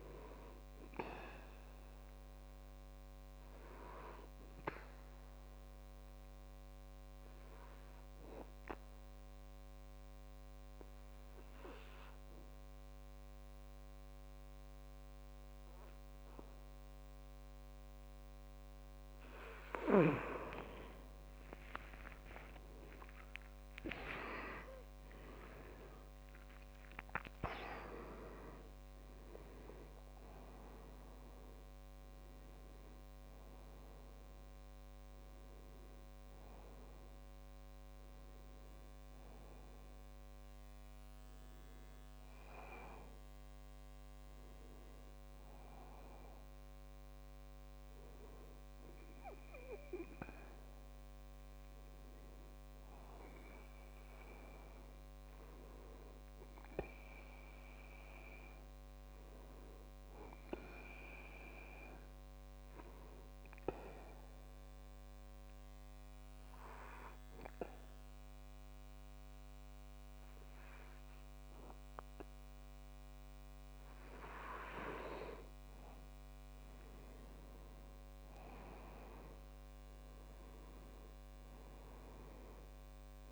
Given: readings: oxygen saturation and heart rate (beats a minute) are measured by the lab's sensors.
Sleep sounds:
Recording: breathing in sleep by a microphone on the trachea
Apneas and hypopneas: 2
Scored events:
4.00-19.00 s: obstructive apnea (oxygen 97% before, 90% lowest, heart rate 69 before, 64 extreme, up 7 after)
22.00-27.50 s: arousal
25.50-53.50 s: oxygen desaturation (device-marked, oxygen 97% before, 90% lowest, heart rate 65 before, 61 extreme)
54.50-58.00 s: arousal
63.00-75.50 s: obstructive apnea (oxygen 99% before, 94% lowest, heart rate 68 before, 61 extreme, up 8 after)
76.00-79.50 s: arousal
77.50-83.32 s: oxygen desaturation (device-marked, oxygen 98% before, 94% lowest, heart rate 63 before, 64 extreme)
From the record:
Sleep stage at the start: N2 (light sleep)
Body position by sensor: on the back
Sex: male

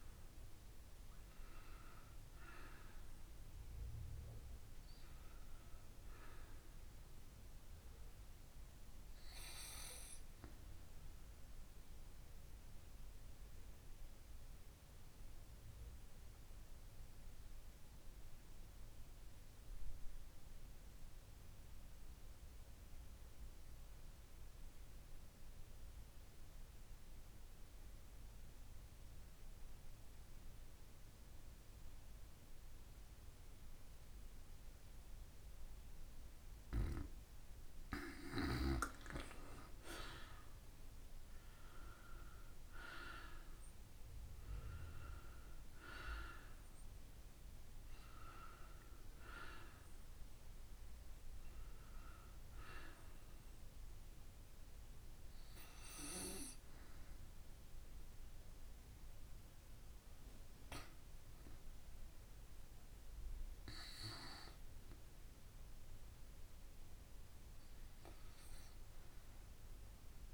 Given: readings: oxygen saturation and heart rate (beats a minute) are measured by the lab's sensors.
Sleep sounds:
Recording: breathing in sleep by a room microphone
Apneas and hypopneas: 1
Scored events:
0.00-34.50 s: oxygen desaturation (device-marked, oxygen 85% lowest, heart rate 47 extreme)
12.50-36.00 s: obstructive apnea (oxygen 97% before, 85% lowest, heart rate 57 before, 47 extreme, up 13 after)
38.50-43.00 s: arousal
46.50-61.50 s: oxygen desaturation (device-marked, oxygen 98% before, 93% lowest, heart rate 56 before, 47 extreme)
62.00-66.00 s: arousal
63.50-70.34 s: oxygen desaturation (device-marked, oxygen 94% before, 85% lowest, heart rate 55 before, 28 extreme)
From the record:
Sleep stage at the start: N2 (light sleep)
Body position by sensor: on the back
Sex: female

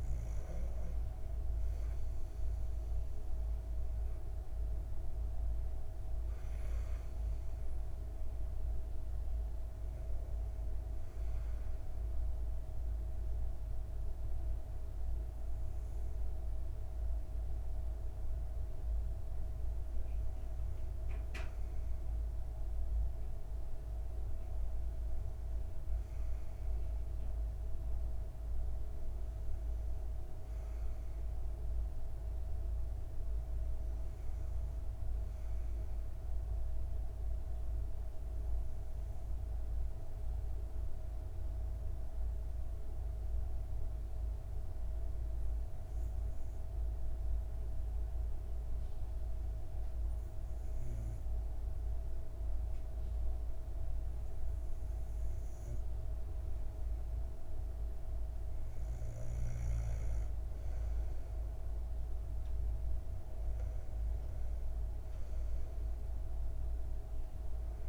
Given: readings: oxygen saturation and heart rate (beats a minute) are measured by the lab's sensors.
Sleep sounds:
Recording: breathing in sleep, hard to hear, by a room microphone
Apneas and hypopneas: 1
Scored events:
0.00-2.00 s: arousal
42.00-53.50 s: obstructive apnea (oxygen 96% before, 93% lowest, heart rate 82 before, 59 extreme, up 5 after)
56.50-60.00 s: arousal
57.00-67.89 s: oxygen desaturation (device-marked, oxygen 96% before, 93% lowest, heart rate 74 before, 58 extreme)
From the record:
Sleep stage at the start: N2 (light sleep)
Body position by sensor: on the back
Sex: female

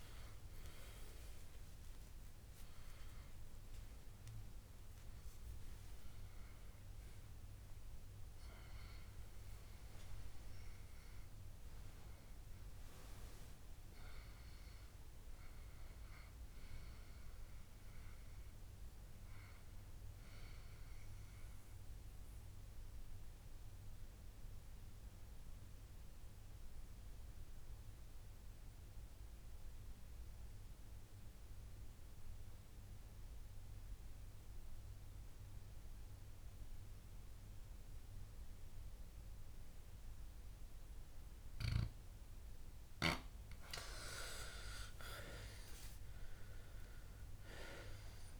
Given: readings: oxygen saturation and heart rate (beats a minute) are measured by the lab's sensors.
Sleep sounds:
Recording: breathing in sleep by a room microphone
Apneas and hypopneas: 1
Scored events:
0.00-25.50 s: oxygen desaturation (device-marked, oxygen 88% lowest, heart rate 61 extreme)
1.50-5.50 s: arousal
22.00-42.00 s: obstructive apnea (oxygen 93% before, 89% lowest, heart rate 79 before, 61 extreme, up 16 after)
43.50-48.40 s: oxygen desaturation (device-marked, oxygen 99% before, 89% lowest, heart rate 64 before, 63 extreme)
45.50-48.40 s: arousal
From the record:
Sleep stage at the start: N2 (light sleep)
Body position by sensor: on the back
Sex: male

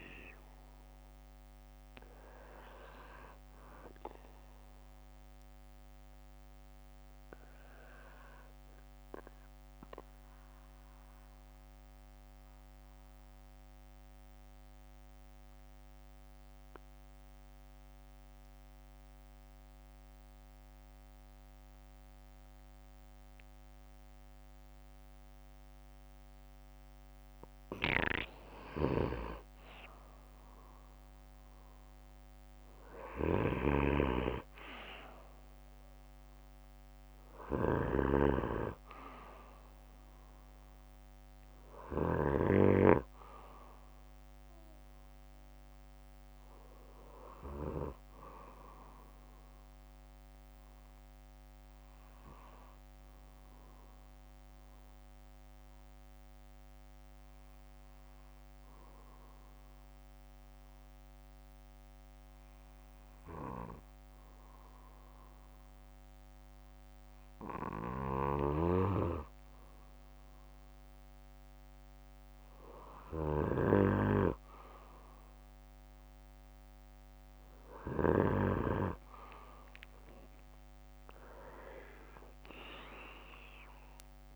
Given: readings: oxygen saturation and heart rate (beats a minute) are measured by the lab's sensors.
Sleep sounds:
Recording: breathing in sleep by a microphone on the trachea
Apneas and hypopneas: 2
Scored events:
8.50-27.00 s: mixed apnea (oxygen 96% before, 93% lowest, heart rate 65 before, 59 extreme, up 9 after)
29.00-33.00 s: arousal
51.00-67.00 s: obstructive apnea (oxygen 97% before, 94% lowest, heart rate 63 before, 57 extreme, up 10 after)
51.50-53.50 s: bradycardia (device-marked, heart rate 65 before, 58 extreme)
81.50-84.36 s: arousal
From the record:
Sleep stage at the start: N2 (light sleep)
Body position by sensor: on the back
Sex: male

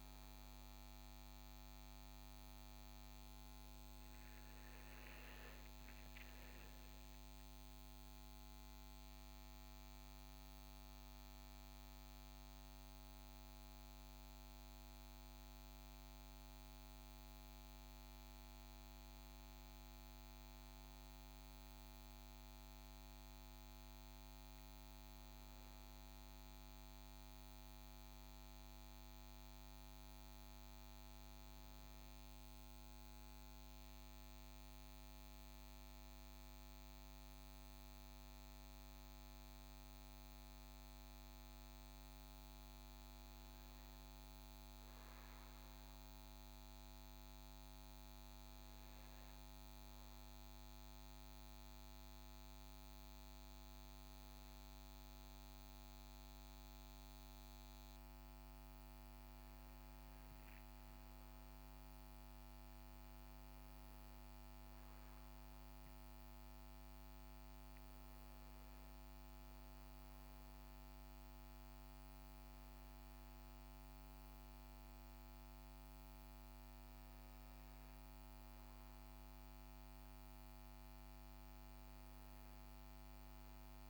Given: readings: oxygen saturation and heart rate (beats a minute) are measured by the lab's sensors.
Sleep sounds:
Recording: breathing in sleep, hard to hear, by a microphone on the trachea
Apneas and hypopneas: 1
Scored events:
2.50-7.00 s: arousal
10.00-25.00 s: central apnea (oxygen 95% before, 93% lowest, heart rate 68 before, 63 extreme, up 2 after)
27.50-31.00 s: arousal
47.50-60.50 s: oxygen desaturation (device-marked, oxygen 97% before, 94% lowest, heart rate 64 before, 63 extreme)
From the record:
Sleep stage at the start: N2 (light sleep)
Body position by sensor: on the right side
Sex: male

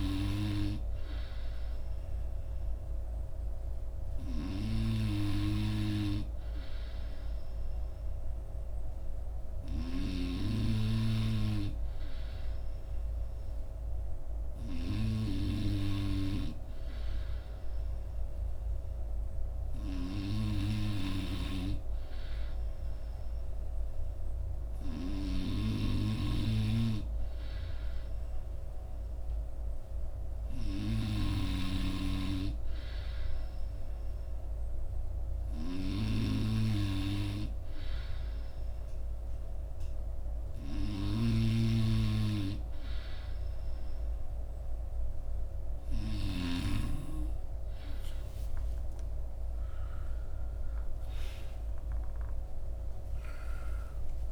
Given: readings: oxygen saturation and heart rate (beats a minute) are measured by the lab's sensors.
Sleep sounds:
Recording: breathing in sleep by a room microphone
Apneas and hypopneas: none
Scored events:
30.50-54.32 s: new sleep stage, N2 (light sleep)
48.50-54.32 s: arousal
From the record:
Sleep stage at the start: N3 (deep sleep)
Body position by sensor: on the front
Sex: male

